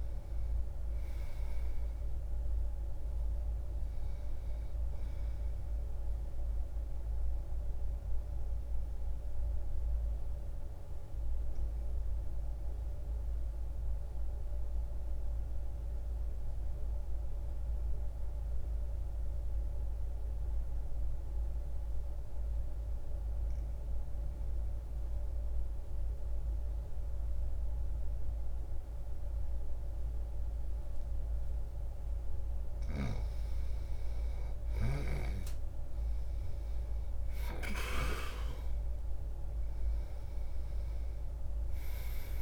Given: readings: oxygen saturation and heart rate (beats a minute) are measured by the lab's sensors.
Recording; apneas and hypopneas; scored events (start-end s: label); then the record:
breathing in sleep, hard to hear, by a room microphone; 1
0.00-23.00 s: oxygen desaturation (device-marked, oxygen 85% lowest, heart rate 60 extreme)
6.50-29.50 s: mixed apnea (oxygen 99% before, 85% lowest, heart rate 61 before, 60 extreme, up 0 after)
32.50-37.00 s: arousal
34.00-42.41 s: oxygen desaturation (device-marked, oxygen 98% before, 88% lowest, heart rate 60 before, 59 extreme)
From the record:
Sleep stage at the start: N2 (light sleep); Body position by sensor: on the back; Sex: male